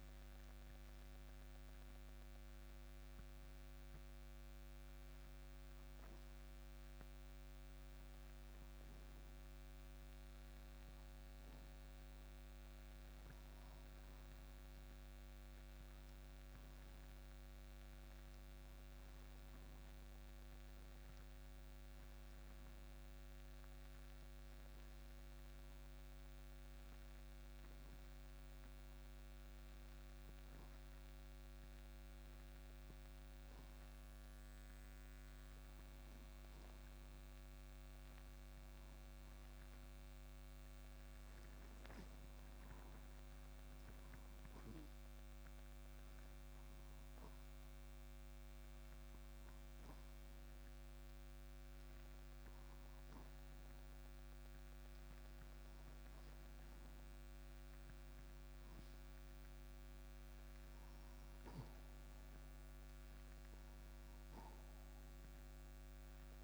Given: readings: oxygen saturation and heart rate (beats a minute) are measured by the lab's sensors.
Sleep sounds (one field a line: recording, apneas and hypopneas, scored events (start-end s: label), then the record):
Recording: breathing in sleep, hard to hear, by a microphone on the trachea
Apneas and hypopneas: 3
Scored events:
0.00-13.00 s: oxygen desaturation (device-marked, oxygen 85% lowest)
1.00-12.00 s: obstructive apnea (oxygen 94% before, 85% lowest)
15.00-20.50 s: arousal
27.00-38.00 s: obstructive apnea (oxygen 97% before, 92% lowest)
39.00-41.50 s: arousal
44.50-55.50 s: obstructive apnea (oxygen 97% before, 92% lowest)
58.00-61.00 s: arousal
58.00-66.44 s: oxygen desaturation (device-marked, oxygen 96% before, 92% lowest)
From the record:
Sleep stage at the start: N2 (light sleep)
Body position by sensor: on the right side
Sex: male